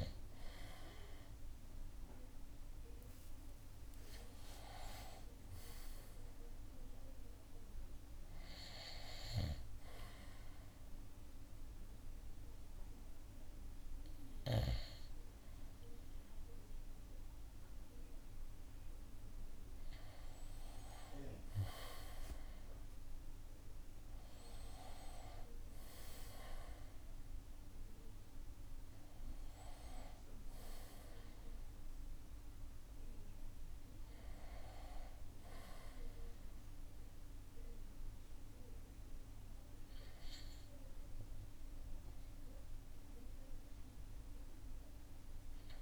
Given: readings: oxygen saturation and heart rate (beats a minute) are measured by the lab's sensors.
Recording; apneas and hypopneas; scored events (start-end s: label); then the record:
breathing in sleep by a room microphone; none
25.00-43.00 s: drop in pulse transit time (device-marked, heart rate 71 before, 72 extreme)
From the record:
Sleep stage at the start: N2 (light sleep); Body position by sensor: on the right side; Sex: male